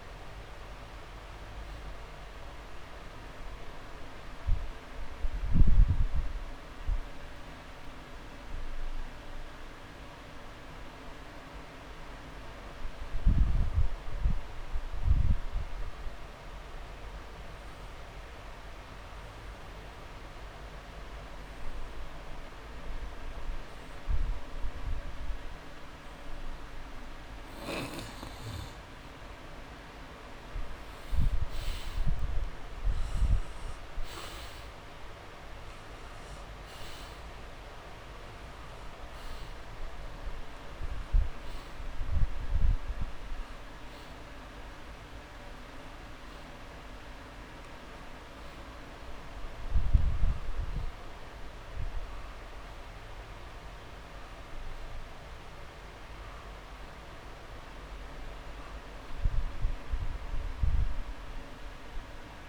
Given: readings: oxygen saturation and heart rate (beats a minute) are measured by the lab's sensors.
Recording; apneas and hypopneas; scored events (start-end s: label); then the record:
breathing in sleep, hard to hear, by a room microphone; 1
0.00-1.50 s: oxygen desaturation (device-marked, oxygen 93% lowest)
3.00-5.50 s: arousal
8.50-26.50 s: oxygen desaturation (device-marked, oxygen 94% before, 89% lowest)
10.00-12.00 s: long interval between heartbeats (device-marked)
10.00-27.00 s: obstructive apnea (oxygen 97% before, 88% lowest)
30.50-34.50 s: arousal
41.50-62.49 s: oxygen desaturation (device-marked, oxygen 98% before, 88% lowest)
From the record:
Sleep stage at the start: N2 (light sleep); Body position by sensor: on the back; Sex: male